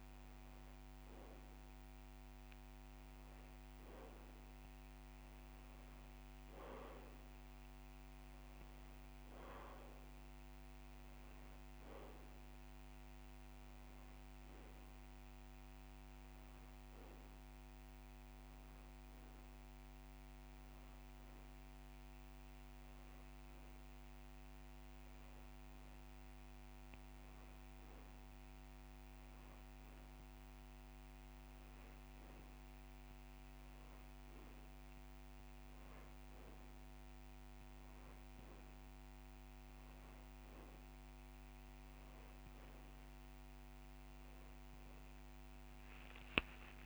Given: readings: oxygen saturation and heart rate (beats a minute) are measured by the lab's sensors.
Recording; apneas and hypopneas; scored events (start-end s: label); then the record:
breathing in sleep, hard to hear, by a microphone on the trachea; none
4.00-11.00 s: drop in pulse transit time (device-marked)
5.50-7.50 s: long interval between heartbeats (device-marked)
20.00-22.00 s: long interval between heartbeats (device-marked)
27.00-29.00 s: long interval between heartbeats (device-marked)
33.00-35.00 s: long interval between heartbeats (device-marked)
43.00-45.00 s: long interval between heartbeats (device-marked)
From the record:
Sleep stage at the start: N2 (light sleep); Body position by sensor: on the back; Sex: male